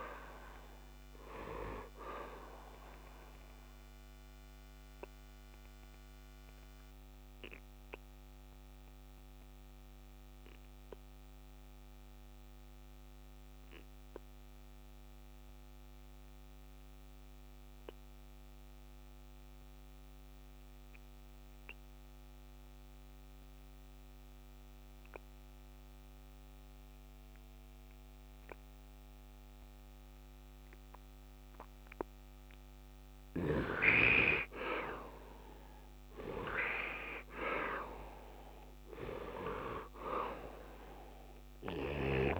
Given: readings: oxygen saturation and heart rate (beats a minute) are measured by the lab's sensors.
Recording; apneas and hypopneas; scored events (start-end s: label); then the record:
breathing in sleep by a microphone on the trachea; 1
0.00-26.00 s: oxygen desaturation (device-marked, oxygen 77% lowest, heart rate 68 extreme)
3.50-33.00 s: obstructive apnea (oxygen 100% before, 77% lowest, heart rate 76 before, 68 extreme, up 4 after)
31.00-42.40 s: oxygen desaturation (device-marked, oxygen 99% before, 80% lowest, heart rate 73 before, 68 extreme)
34.50-39.00 s: arousal
From the record:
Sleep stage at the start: N2 (light sleep); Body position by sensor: on the right side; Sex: male